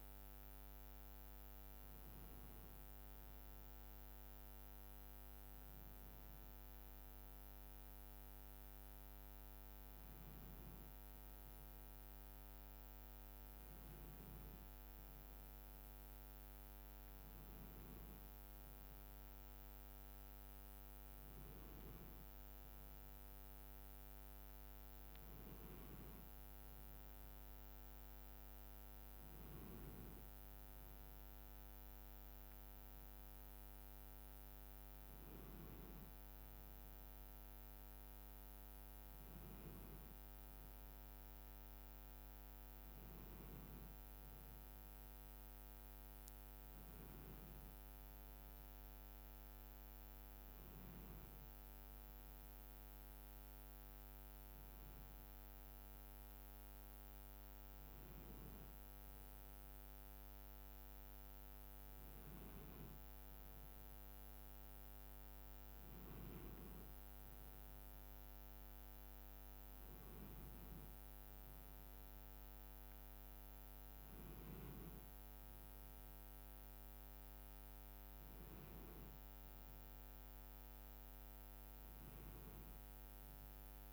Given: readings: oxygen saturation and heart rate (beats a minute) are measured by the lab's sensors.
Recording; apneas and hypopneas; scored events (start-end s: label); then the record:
a person awake in a sleep study, hard to hear, by a microphone on the trachea; none
none scored
From the record:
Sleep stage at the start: awake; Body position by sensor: on the back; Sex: male